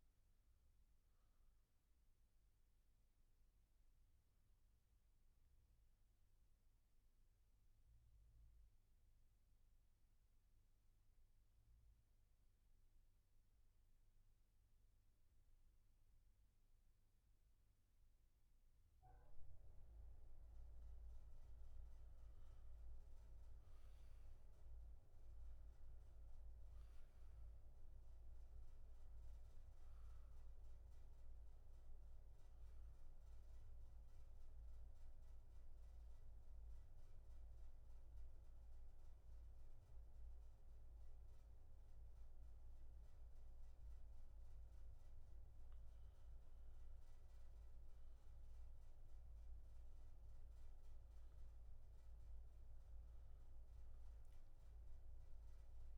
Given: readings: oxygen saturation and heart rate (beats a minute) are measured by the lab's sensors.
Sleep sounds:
breathing in sleep, hard to hear, by a room microphone; 2
3.50-20.00 s: mixed apnea (oxygen 99% before, 88% lowest, heart rate 75 before, 61 extreme, up 8 after)
20.50-38.50 s: oxygen desaturation (device-marked, oxygen 98% before, 88% lowest, heart rate 67 before, 61 extreme)
22.00-24.50 s: arousal
33.00-45.50 s: obstructive apnea (oxygen 98% before, 88% lowest, heart rate 67 before, 61 extreme, up 10 after)
48.00-51.00 s: arousal
52.50-55.98 s: oxygen desaturation (device-marked, oxygen 97% before, 93% lowest, heart rate 66 before, 75 extreme)
55.50-55.98 s: new sleep stage, N1 (lightest sleep)
From the record:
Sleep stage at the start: N2 (light sleep); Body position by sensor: on the back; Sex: male

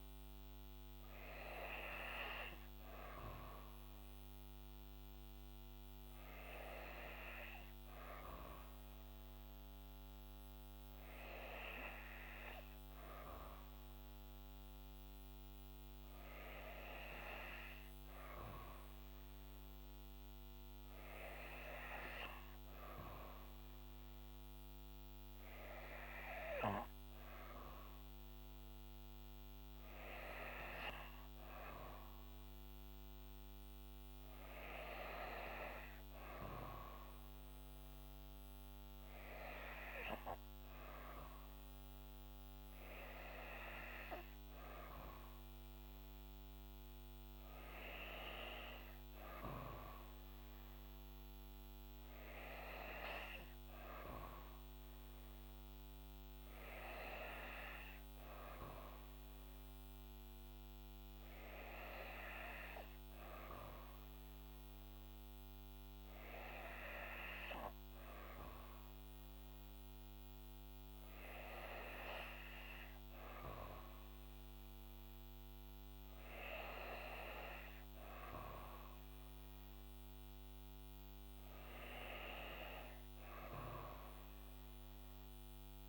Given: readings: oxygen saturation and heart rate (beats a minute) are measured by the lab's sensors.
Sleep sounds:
breathing in sleep by a microphone on the trachea; none
none scored
From the record:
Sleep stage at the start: N2 (light sleep); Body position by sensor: on the back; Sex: female

